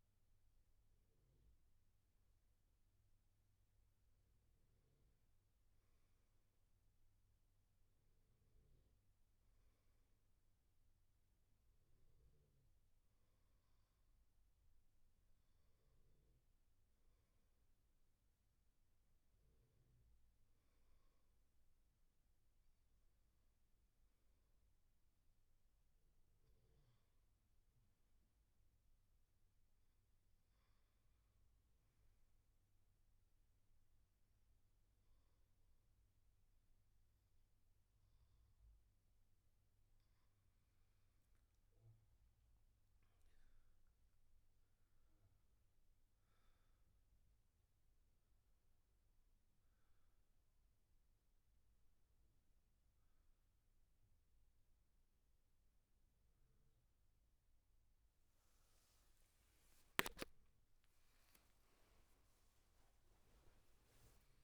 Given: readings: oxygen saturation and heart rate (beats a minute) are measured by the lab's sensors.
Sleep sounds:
breathing in sleep, hard to hear, by a room microphone; none
13.50-64.44 s: new sleep stage, N2 (light sleep)
From the record:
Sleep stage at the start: N1 (lightest sleep); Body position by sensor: on the back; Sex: male

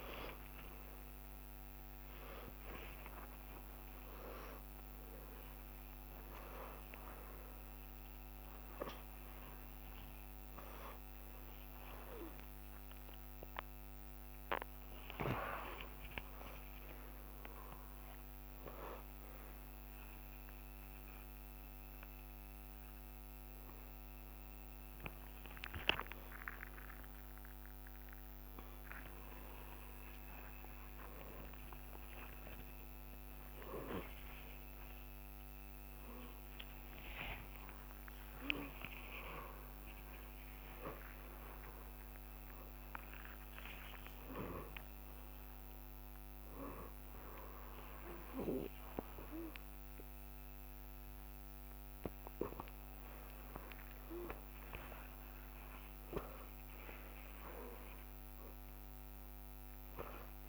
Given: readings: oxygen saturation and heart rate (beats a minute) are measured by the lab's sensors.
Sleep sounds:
a person awake in a sleep study, by a microphone on the trachea; none
0.00-1.00 s: long interval between heartbeats (device-marked, heart rate 135 extreme)
0.00-2.00 s: tachycardia (device-marked, heart rate 148 extreme)
10.00-12.00 s: long interval between heartbeats (device-marked, heart rate 105 before, 85 extreme)
10.00-15.00 s: tachycardia (device-marked, heart rate 75 before, 103 extreme)
12.50-14.50 s: long interval between heartbeats (device-marked, heart rate 103 before, 98 extreme)
30.00-32.00 s: long interval between heartbeats (device-marked, heart rate 89 before, 88 extreme)
30.00-47.00 s: tachycardia (device-marked, heart rate 76 before, 161 extreme)
37.00-39.00 s: long interval between heartbeats (device-marked, heart rate 92 before, 147 extreme)
39.00-41.00 s: long interval between heartbeats (device-marked, heart rate 97 before, 139 extreme)
42.00-44.00 s: long interval between heartbeats (device-marked, heart rate 106 before, 111 extreme)
44.00-46.00 s: long interval between heartbeats (device-marked, heart rate 110 before, 116 extreme)
48.50-50.50 s: long interval between heartbeats (device-marked, heart rate 117 before, 113 extreme)
49.00-60.49 s: tachycardia (device-marked, heart rate 78 before, 132 extreme)
51.00-53.00 s: long interval between heartbeats (device-marked, heart rate 120 before, 91 extreme)
56.50-58.50 s: long interval between heartbeats (device-marked, heart rate 121 before, 127 extreme)
59.00-60.49 s: long interval between heartbeats (device-marked, heart rate 117 before, 124 extreme)
From the record:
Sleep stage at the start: awake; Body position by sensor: upright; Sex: male

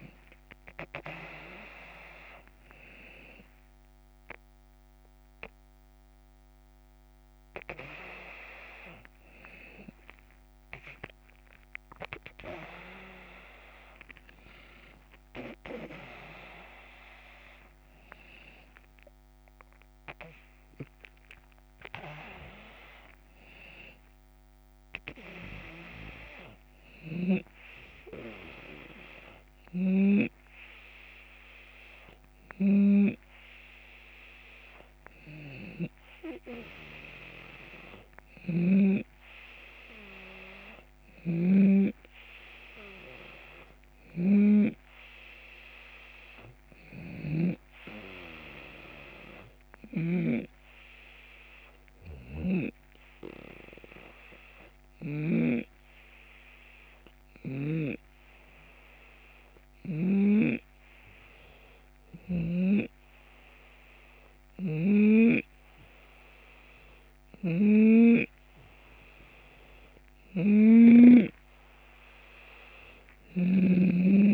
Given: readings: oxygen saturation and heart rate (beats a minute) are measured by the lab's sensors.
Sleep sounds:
breathing in sleep by a microphone on the trachea; 2
0.00-15.00 s: oxygen desaturation (device-marked, oxygen 91% lowest, heart rate 83 extreme)
17.50-21.00 s: arousal
24.50-35.00 s: hypopnea (oxygen 95% before, 91% lowest, heart rate 87 before, 80 extreme, up 3 after)
37.50-47.00 s: snoring (device-marked)
38.00-42.50 s: arousal
51.00-69.50 s: hypopnea (oxygen 94% before, 91% lowest, heart rate 84 before, 77 extreme, up 8 after)
51.50-55.00 s: snoring (device-marked)
57.00-62.00 s: snoring (device-marked)
64.00-67.50 s: snoring (device-marked)
69.50-73.00 s: snoring (device-marked)
From the record:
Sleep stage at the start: N2 (light sleep); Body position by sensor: on the left side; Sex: male

